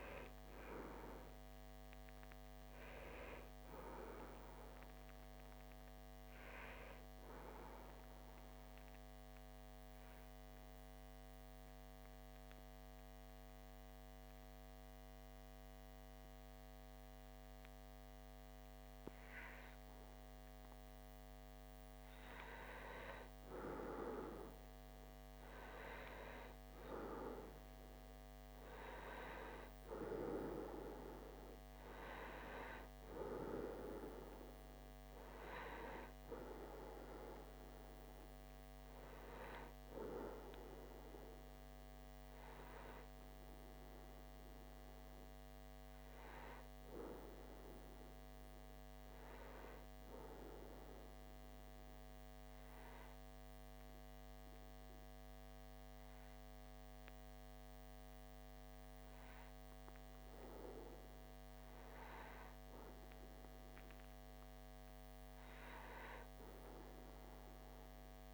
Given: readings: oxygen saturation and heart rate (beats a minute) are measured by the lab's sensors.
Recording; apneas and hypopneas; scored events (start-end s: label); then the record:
breathing in sleep by a microphone on the trachea; 2
7.00-18.00 s: central apnea (oxygen 97% before, 93% lowest)
20.50-26.00 s: arousal
24.00-45.00 s: oxygen desaturation (device-marked, oxygen 97% before, 93% lowest)
40.00-68.34 s: new sleep stage, N2 (light sleep)
50.00-60.00 s: obstructive apnea (oxygen 97% before, 94% lowest)
63.00-67.00 s: arousal
From the record:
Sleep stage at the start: N1 (lightest sleep); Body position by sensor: on the back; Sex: male